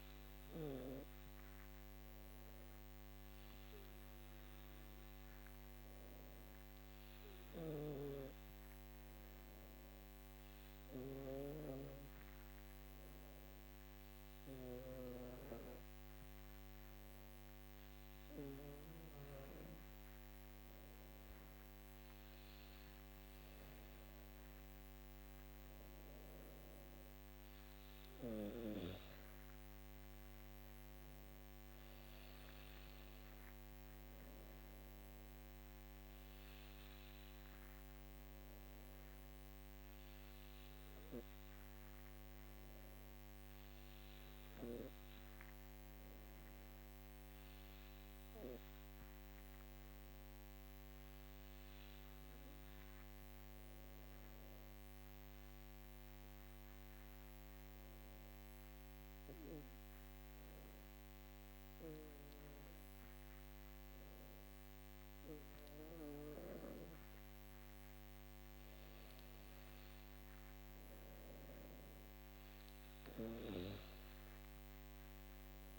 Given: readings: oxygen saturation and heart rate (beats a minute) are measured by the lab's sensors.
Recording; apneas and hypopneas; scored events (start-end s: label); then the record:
breathing in sleep by a microphone on the trachea; 2
0.00-3.50 s: arousal
7.00-21.00 s: hypopnea (oxygen 98% before, 96% lowest, heart rate 60 before, 53 extreme, up 16 after)
22.50-27.00 s: arousal
53.50-67.50 s: obstructive apnea (oxygen 99% before, 96% lowest, heart rate 56 before, 54 extreme, up 15 after)
69.00-73.00 s: arousal
From the record:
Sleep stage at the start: N2 (light sleep); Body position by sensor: on the back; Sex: female